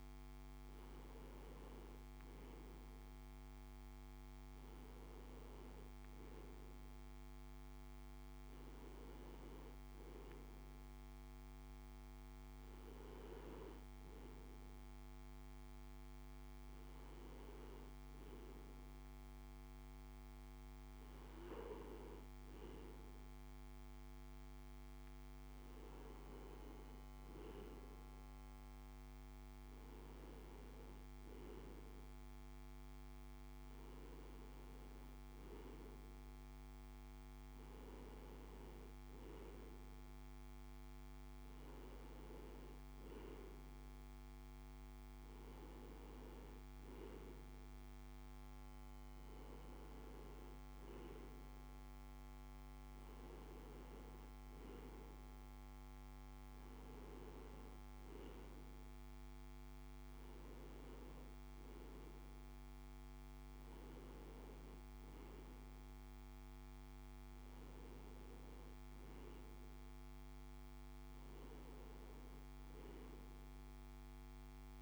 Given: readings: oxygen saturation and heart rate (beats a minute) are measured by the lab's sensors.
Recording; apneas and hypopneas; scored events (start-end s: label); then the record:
breathing in sleep, hard to hear, by a microphone on the trachea; none
none scored
From the record:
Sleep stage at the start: N2 (light sleep); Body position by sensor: on the right side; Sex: male